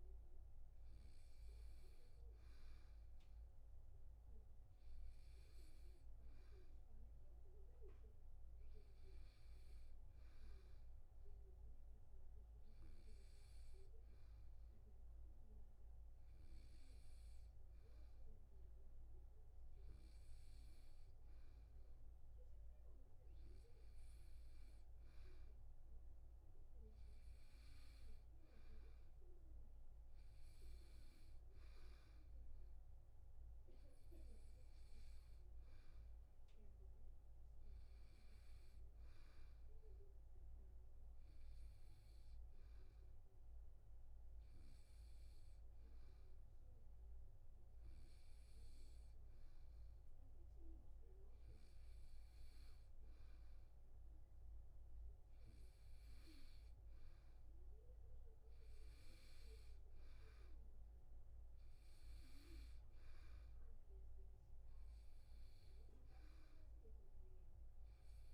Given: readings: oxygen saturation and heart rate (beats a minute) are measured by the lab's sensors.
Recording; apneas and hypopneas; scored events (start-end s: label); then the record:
breathing in sleep, hard to hear, by a room microphone; 2
10.50-22.00 s: hypopnea (oxygen 97% before, 92% lowest, heart rate 78 before, 73 extreme, up 8 after)
24.50-27.50 s: arousal
32.50-49.50 s: oxygen desaturation (device-marked, oxygen 97% before, 93% lowest, heart rate 75 before, 78 extreme)
41.50-53.00 s: hypopnea (oxygen 97% before, 92% lowest, heart rate 79 before, 78 extreme, up 3 after)
60.50-64.50 s: arousal
64.50-68.34 s: oxygen desaturation (device-marked, oxygen 97% before, 92% lowest, heart rate 80 before, 78 extreme)
From the record:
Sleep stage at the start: N2 (light sleep); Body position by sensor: on the back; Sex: male